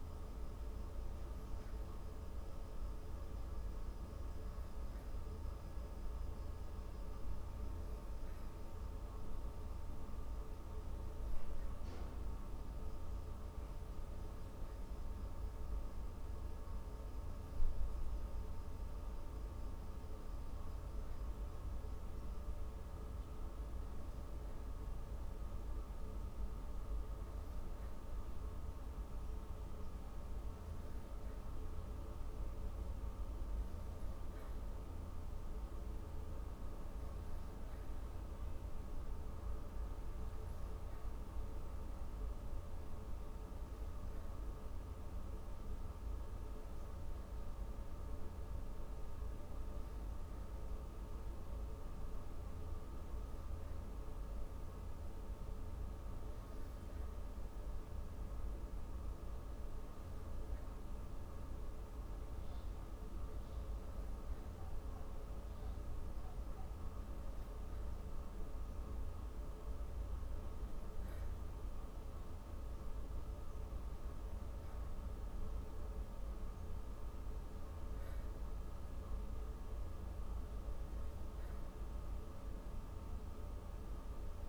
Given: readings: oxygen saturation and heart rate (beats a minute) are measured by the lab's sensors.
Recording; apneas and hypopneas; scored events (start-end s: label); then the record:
breathing in sleep, hard to hear, by a room microphone; none
none scored
From the record:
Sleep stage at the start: N3 (deep sleep); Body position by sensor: on the back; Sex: female